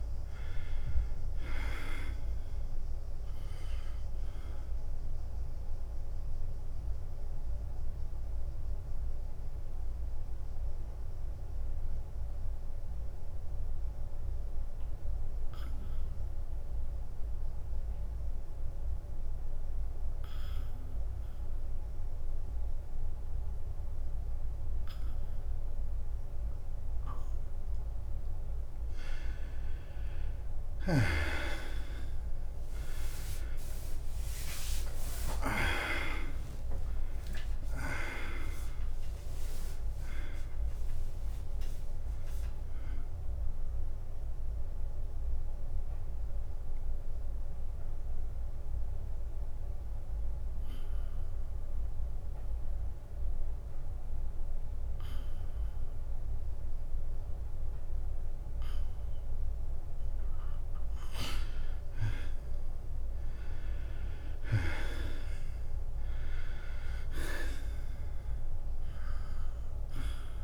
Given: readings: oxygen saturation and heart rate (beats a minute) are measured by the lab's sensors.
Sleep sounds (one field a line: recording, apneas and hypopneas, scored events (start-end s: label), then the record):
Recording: breathing in sleep by a room microphone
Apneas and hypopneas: 2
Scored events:
0.00-1.00 s: arousal
0.00-9.50 s: drop in pulse transit time (device-marked, heart rate 93 extreme)
0.00-24.50 s: oxygen desaturation (device-marked, oxygen 77% lowest, heart rate 86 extreme)
5.50-30.00 s: mixed apnea (oxygen 99% before, 77% lowest, heart rate 95 before, 86 extreme, up 10 after)
31.50-62.50 s: oxygen desaturation (device-marked, oxygen 96% before, 82% lowest, heart rate 91 before, 87 extreme)
33.50-47.50 s: drop in pulse transit time (device-marked, heart rate 90 before, 89 extreme)
34.00-38.50 s: arousal
38.50-43.50 s: tachycardia (device-marked, heart rate 93 before, 101 extreme)
43.50-62.00 s: mixed apnea (oxygen 96% before, 80% lowest, heart rate 92 before, 87 extreme, up 6 after)
64.50-68.00 s: arousal
64.50-70.44 s: drop in pulse transit time (device-marked, heart rate 94 before, 88 extreme)
64.50-70.44 s: oxygen desaturation (device-marked, oxygen 97% before, 82% lowest, heart rate 94 before, 88 extreme)
From the record:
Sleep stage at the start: N2 (light sleep)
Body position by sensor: on the back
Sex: male